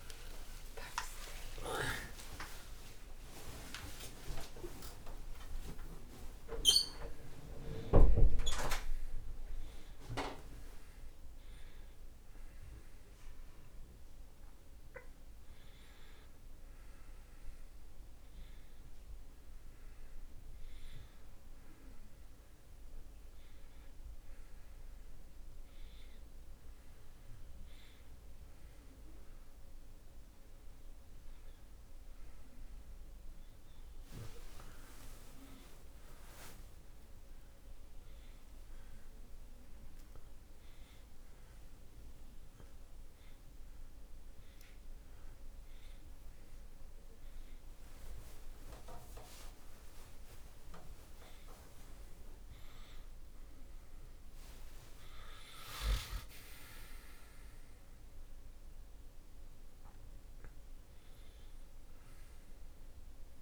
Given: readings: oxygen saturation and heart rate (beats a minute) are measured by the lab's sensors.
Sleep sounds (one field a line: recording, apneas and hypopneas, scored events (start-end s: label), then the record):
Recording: a person awake in a sleep study, by a room microphone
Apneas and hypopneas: none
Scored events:
58.50-63.42 s: oxygen desaturation (device-marked, oxygen 95% before, 91% lowest)
From the record:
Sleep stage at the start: awake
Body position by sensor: on the back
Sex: male